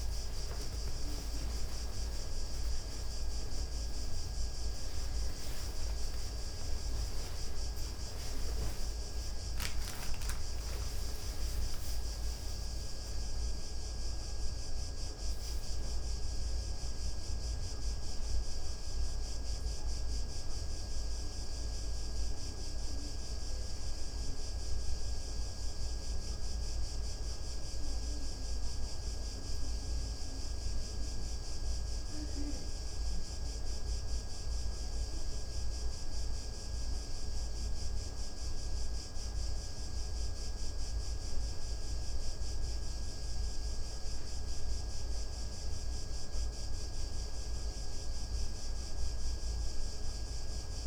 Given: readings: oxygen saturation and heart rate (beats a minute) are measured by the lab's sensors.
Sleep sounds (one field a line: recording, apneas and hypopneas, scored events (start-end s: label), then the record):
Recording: a person awake in a sleep study, hard to hear, by a room microphone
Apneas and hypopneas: none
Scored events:
30.00-50.86 s: new sleep stage, N1 (lightest sleep)
From the record:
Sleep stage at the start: awake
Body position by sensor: on the back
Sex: male